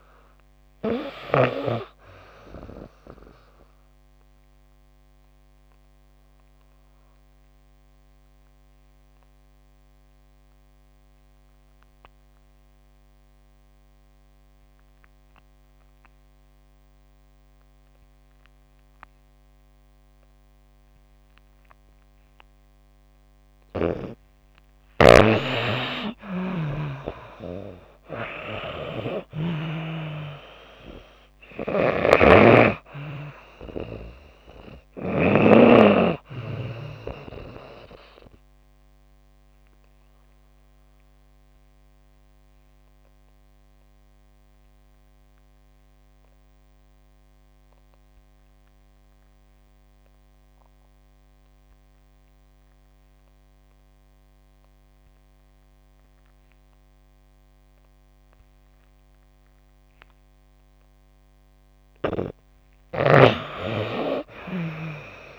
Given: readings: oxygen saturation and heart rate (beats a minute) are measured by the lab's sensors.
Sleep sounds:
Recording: breathing in sleep by a microphone on the trachea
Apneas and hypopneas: 2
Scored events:
4.00-23.50 s: obstructive apnea (oxygen 98% before, 86% lowest)
9.50-23.50 s: oxygen desaturation (device-marked, oxygen 96% before, 89% lowest)
24.50-29.50 s: snoring (device-marked)
25.50-29.50 s: arousal
34.50-58.50 s: oxygen desaturation (device-marked, oxygen 97% before, 86% lowest)
37.50-61.00 s: obstructive apnea (oxygen 97% before, 86% lowest)
63.50-65.39 s: arousal
From the record:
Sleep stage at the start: N2 (light sleep)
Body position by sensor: on the back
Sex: female

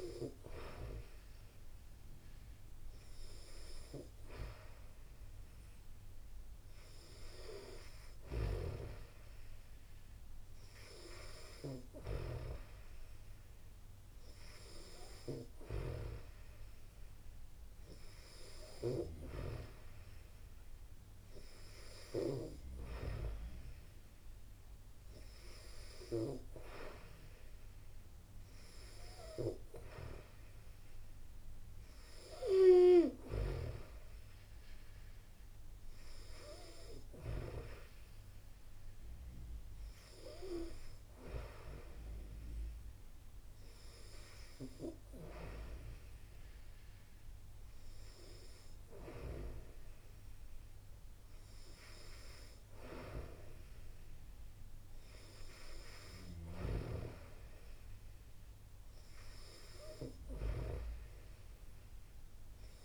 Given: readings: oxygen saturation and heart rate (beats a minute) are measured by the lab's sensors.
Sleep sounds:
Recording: breathing in sleep by a room microphone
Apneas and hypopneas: none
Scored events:
none scored
From the record:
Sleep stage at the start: N2 (light sleep)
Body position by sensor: on the back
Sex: female

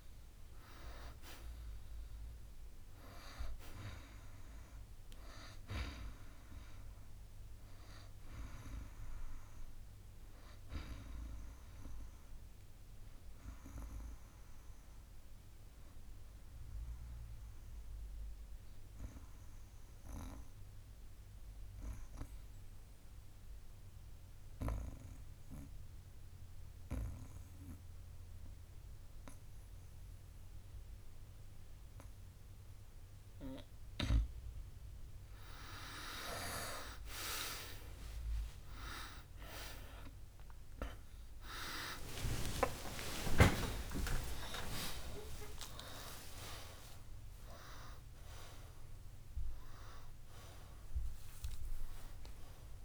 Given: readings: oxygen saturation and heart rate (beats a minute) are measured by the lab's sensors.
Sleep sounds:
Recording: breathing in sleep by a room microphone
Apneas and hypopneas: 1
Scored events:
0.00-21.00 s: oxygen desaturation (device-marked, oxygen 92% lowest, heart rate 56 extreme)
18.00-34.50 s: obstructive apnea (oxygen 96% before, 91% lowest, heart rate 62 before, 56 extreme)
39.00-45.50 s: arousal
44.00-52.85 s: oxygen desaturation (device-marked, oxygen 96% before, 92% lowest, heart rate 70 before, 56 extreme)
47.00-52.85 s: new sleep stage, N1 (lightest sleep)
From the record:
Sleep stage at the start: N2 (light sleep)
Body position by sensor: on the back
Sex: male

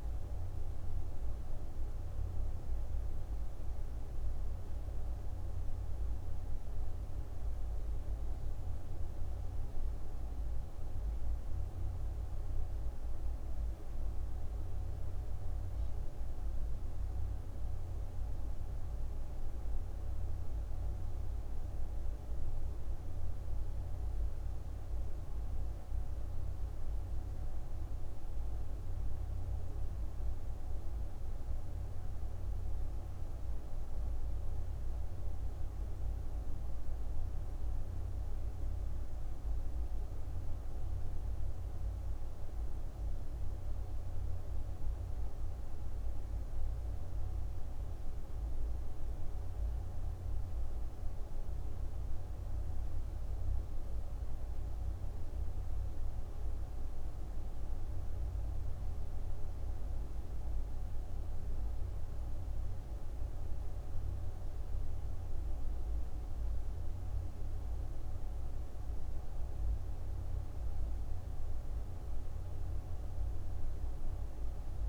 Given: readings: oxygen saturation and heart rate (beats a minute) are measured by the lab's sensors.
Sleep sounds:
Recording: breathing in sleep, hard to hear, by a room microphone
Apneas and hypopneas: none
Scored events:
70.50-74.88 s: new sleep stage, N2 (light sleep)
From the record:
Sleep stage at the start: N1 (lightest sleep)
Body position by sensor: on the back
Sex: female

